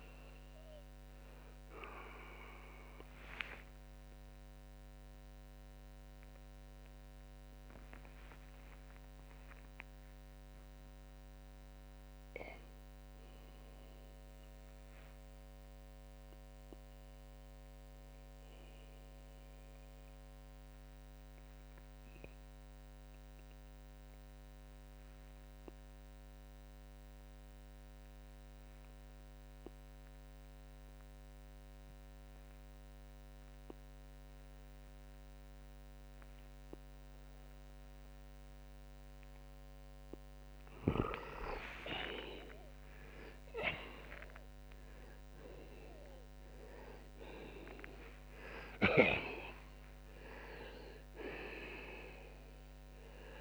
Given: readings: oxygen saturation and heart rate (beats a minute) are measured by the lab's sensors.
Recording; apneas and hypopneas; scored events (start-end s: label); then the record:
breathing in sleep by a microphone on the trachea; 1
6.50-41.50 s: mixed apnea (oxygen 94% before, 83% lowest, heart rate 95 before, 51 extreme, up 18 after)
16.50-35.50 s: oxygen desaturation (device-marked, oxygen 93% before, 84% lowest, heart rate 83 before, 51 extreme)
43.50-50.00 s: arousal
49.50-53.41 s: oxygen desaturation (device-marked, oxygen 95% before, 90% lowest, heart rate 71 before, 51 extreme)
From the record:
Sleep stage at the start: N2 (light sleep); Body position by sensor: on the back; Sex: male